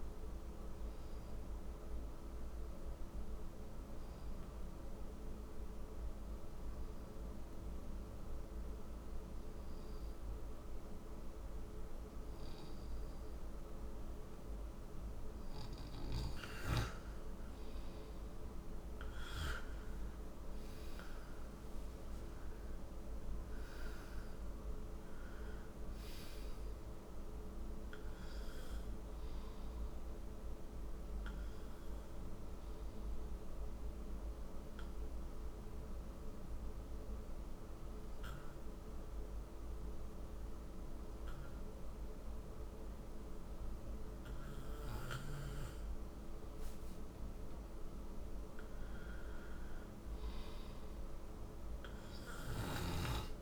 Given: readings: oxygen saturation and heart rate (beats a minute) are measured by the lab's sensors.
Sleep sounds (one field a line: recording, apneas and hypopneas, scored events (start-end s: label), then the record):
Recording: breathing in sleep, hard to hear, by a room microphone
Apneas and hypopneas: 2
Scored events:
0.00-4.50 s: oxygen desaturation (device-marked, oxygen 91% lowest, heart rate 56 extreme)
5.50-16.00 s: obstructive apnea (oxygen 96% before, 90% lowest, heart rate 85 before, 58 extreme, up 11 after)
17.50-21.50 s: arousal
17.50-42.50 s: oxygen desaturation (device-marked, oxygen 96% before, 90% lowest, heart rate 59 before, 58 extreme)
30.00-45.00 s: hypopnea (oxygen 96% before, 90% lowest, heart rate 65 before, 58 extreme, up 15 after)
47.00-50.50 s: arousal
From the record:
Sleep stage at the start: N2 (light sleep)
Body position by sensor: on the right side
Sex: male